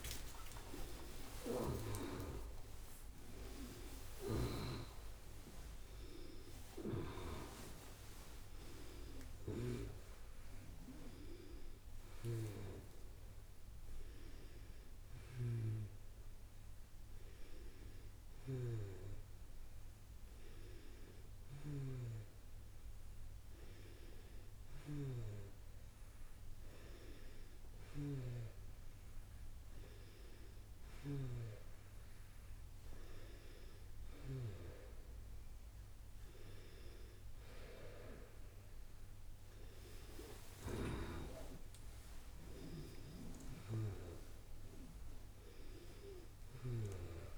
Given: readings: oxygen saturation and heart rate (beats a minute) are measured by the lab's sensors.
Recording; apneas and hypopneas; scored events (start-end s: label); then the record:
a person partly awake in a sleep study, by a room microphone; none
5.50-34.50 s: oxygen desaturation (device-marked, oxygen 96% before, 92% lowest)
20.50-47.38 s: new sleep stage, N1 (lightest sleep)
42.50-47.38 s: arousal
From the record:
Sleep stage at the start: awake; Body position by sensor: on the front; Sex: female